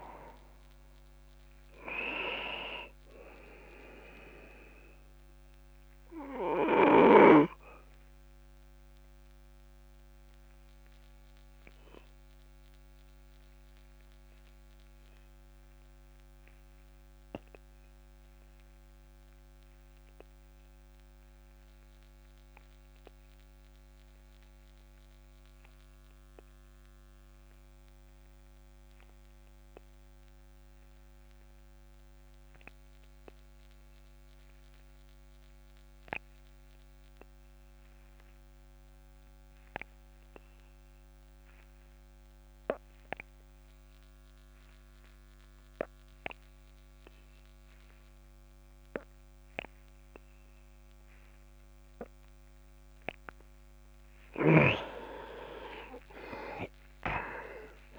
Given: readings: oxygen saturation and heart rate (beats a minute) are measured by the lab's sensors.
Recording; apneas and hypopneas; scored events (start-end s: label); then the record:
breathing in sleep by a microphone on the trachea; 1
0.00-21.00 s: oxygen desaturation (device-marked, oxygen 84% lowest)
5.50-53.00 s: obstructive apnea (oxygen 98% before, 80% lowest)
41.00-57.99 s: oxygen desaturation (device-marked, oxygen 99% before, 80% lowest)
56.00-57.99 s: arousal
From the record:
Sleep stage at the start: N2 (light sleep); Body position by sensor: on the back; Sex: male